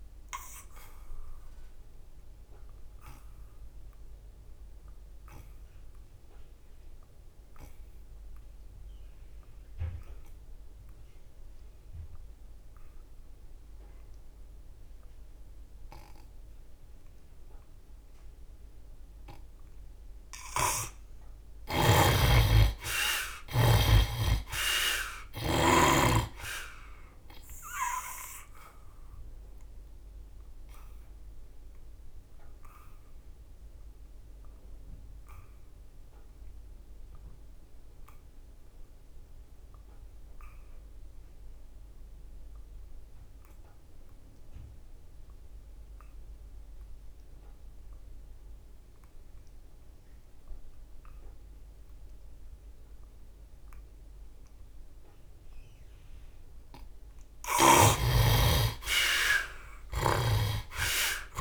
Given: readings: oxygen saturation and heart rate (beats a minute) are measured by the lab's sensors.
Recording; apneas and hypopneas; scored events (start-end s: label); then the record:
breathing in sleep by a room microphone; 2
0.00-19.00 s: oxygen desaturation (device-marked, oxygen 65% lowest, heart rate 70 extreme)
1.50-20.00 s: obstructive apnea (oxygen 95% before, 60% lowest, heart rate 69 before, 69 extreme, up 16 after)
20.00-23.50 s: snoring (device-marked)
21.00-24.00 s: arousal
27.00-36.00 s: oxygen desaturation (device-marked, oxygen 71% before, 63% lowest, heart rate 76 before, 68 extreme)
28.00-55.50 s: obstructive apnea (oxygen 76% before, 59% lowest, heart rate 77 before, 67 extreme, up 12 after)
55.00-61.41 s: oxygen desaturation (device-marked, oxygen 89% before, 60% lowest, heart rate 71 before, 65 extreme)
57.00-60.50 s: arousal
From the record:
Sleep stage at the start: N2 (light sleep); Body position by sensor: on the back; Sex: male